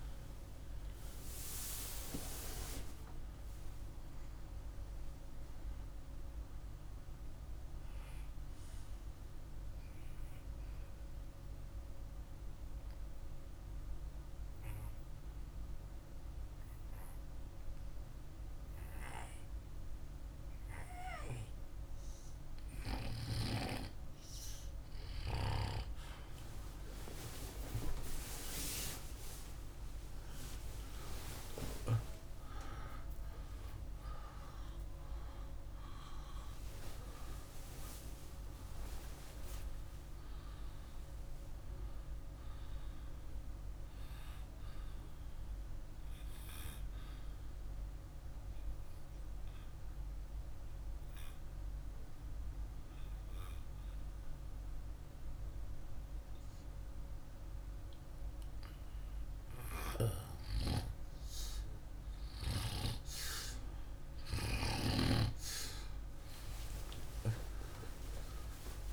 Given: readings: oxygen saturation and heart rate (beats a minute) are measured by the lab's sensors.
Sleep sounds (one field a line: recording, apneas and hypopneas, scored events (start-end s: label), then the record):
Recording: breathing in sleep by a room microphone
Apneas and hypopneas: 2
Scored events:
10.50-22.00 s: obstructive apnea (oxygen 99% before, 94% lowest, heart rate 54 before, 49 extreme, up 1 after)
24.00-28.50 s: arousal
47.00-59.00 s: obstructive apnea (oxygen 98% before, 89% lowest, heart rate 51 before, 49 extreme, up 1 after)
61.50-66.00 s: arousal
From the record:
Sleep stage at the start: N2 (light sleep)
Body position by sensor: on the back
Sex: male